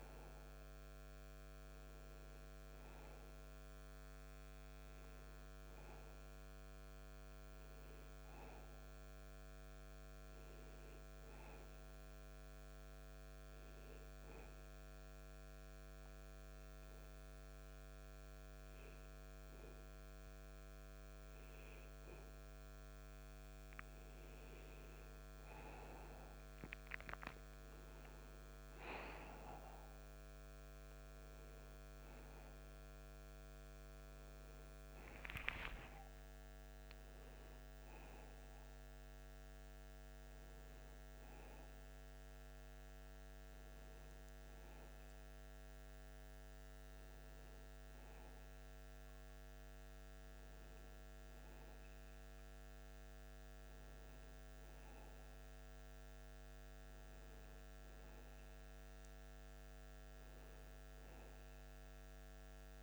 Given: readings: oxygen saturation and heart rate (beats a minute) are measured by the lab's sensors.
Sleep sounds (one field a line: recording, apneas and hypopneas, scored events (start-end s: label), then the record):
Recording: breathing in sleep, hard to hear, by a microphone on the trachea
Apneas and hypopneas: 1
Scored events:
7.00-10.50 s: arousal
12.50-23.00 s: hypopnea (oxygen 96% before, 94% lowest, heart rate 82 before, 70 extreme, up 13 after)
26.50-30.50 s: arousal
From the record:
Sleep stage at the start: N2 (light sleep)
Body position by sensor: on the back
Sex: male